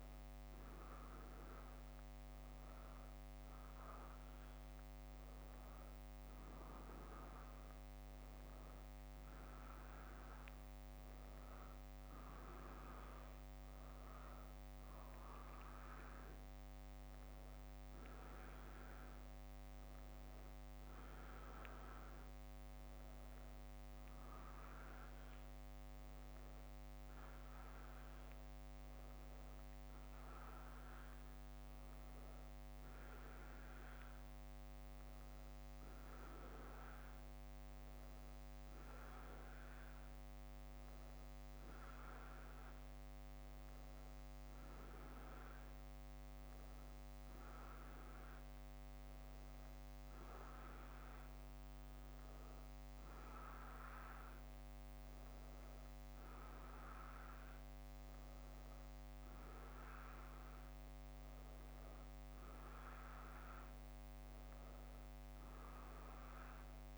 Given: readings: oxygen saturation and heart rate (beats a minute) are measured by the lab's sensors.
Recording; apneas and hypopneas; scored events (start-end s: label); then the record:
a person awake in a sleep study, hard to hear, by a microphone on the trachea; none
7.50-10.00 s: leg movement (device-marked)
9.50-66.98 s: new sleep stage, awake
31.50-33.50 s: bradycardia (device-marked, heart rate 65 before, 63 extreme)
56.50-58.50 s: bradycardia (device-marked, heart rate 65 before, 62 extreme)
From the record:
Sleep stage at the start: N1 (lightest sleep); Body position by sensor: on the back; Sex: female